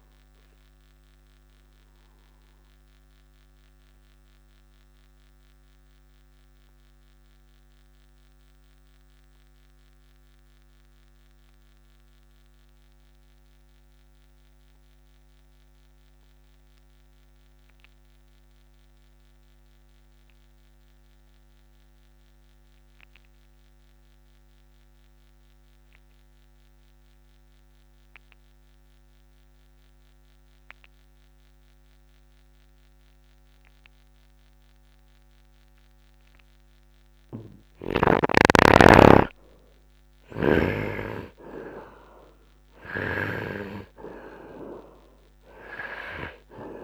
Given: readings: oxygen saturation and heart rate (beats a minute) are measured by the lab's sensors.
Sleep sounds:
breathing in sleep by a microphone on the trachea; 1
0.00-23.00 s: oxygen desaturation (device-marked, oxygen 75% lowest, heart rate 54 extreme)
2.00-37.00 s: obstructive apnea (oxygen 98% before, 70% lowest, heart rate 60 before, 54 extreme, up 5 after)
30.00-46.84 s: oxygen desaturation (device-marked, oxygen 97% before, 70% lowest, heart rate 68 before, 54 extreme)
39.00-41.00 s: long interval between heartbeats (device-marked, heart rate 62 before, 56 extreme)
39.00-44.00 s: arousal
From the record:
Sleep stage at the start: N2 (light sleep); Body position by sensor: upright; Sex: male

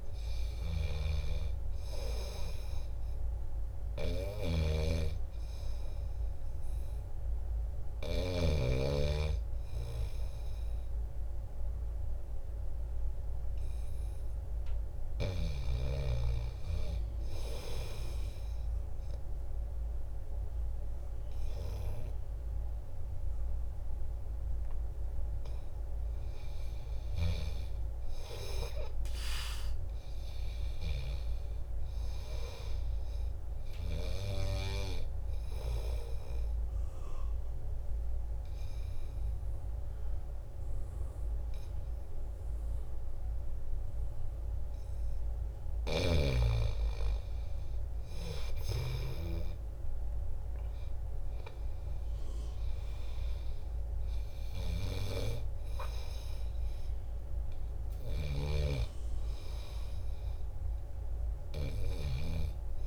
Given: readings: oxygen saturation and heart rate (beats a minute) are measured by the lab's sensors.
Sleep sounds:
breathing in sleep by a room microphone; 2
0.00-8.50 s: snoring (device-marked)
5.00-16.00 s: hypopnea (oxygen 96% before, 91% lowest, heart rate 80 before, 75 extreme, up 1 after)
19.00-22.50 s: arousal
36.50-46.50 s: obstructive apnea (oxygen 96% before, 91% lowest, heart rate 77 before, 76 extreme, up 5 after)
48.00-52.00 s: arousal
48.50-62.50 s: snoring (device-marked)
59.00-62.87 s: oxygen desaturation (device-marked, oxygen 96% before, 91% lowest, heart rate 77 before, 73 extreme)
From the record:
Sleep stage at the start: N2 (light sleep); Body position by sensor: on the back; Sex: male

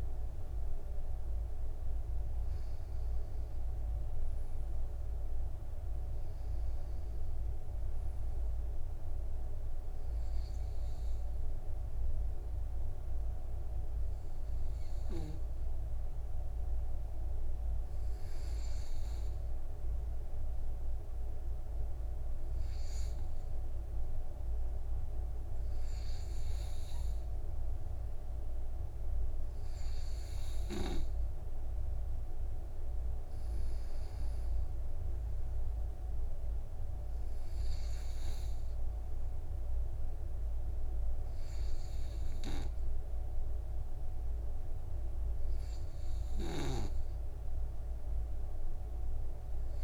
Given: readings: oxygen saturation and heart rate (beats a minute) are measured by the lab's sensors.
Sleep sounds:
breathing in sleep, hard to hear, by a room microphone; none
10.00-25.00 s: oxygen desaturation (device-marked, oxygen 96% before, 93% lowest, heart rate 62 before, 53 extreme)
36.00-49.84 s: oxygen desaturation (device-marked, oxygen 97% before, 93% lowest, heart rate 59 before, 53 extreme)
From the record:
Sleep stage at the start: N2 (light sleep); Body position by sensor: on the right side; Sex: male

